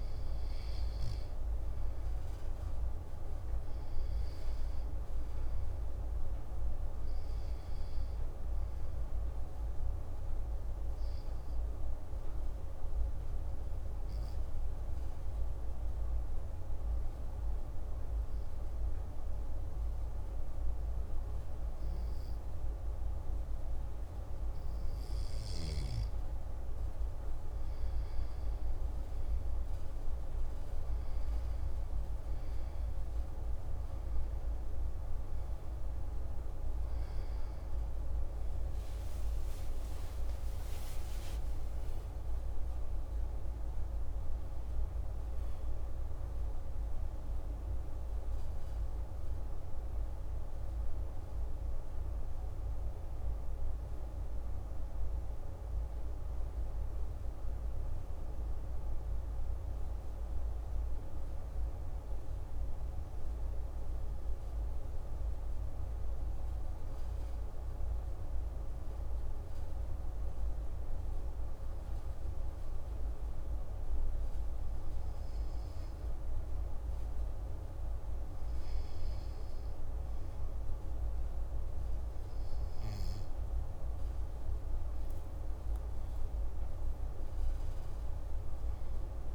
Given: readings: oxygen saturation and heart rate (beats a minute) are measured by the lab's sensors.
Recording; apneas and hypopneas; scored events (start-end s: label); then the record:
breathing in sleep, hard to hear, by a room microphone; 2
10.00-25.00 s: obstructive apnea (oxygen 97% before, 91% lowest)
34.50-58.50 s: oxygen desaturation (device-marked, oxygen 97% before, 91% lowest)
35.50-41.00 s: arousal
53.00-79.00 s: hypopnea (oxygen 97% before, 92% lowest)
80.50-83.50 s: arousal
From the record:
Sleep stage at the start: N2 (light sleep); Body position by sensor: on the back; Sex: male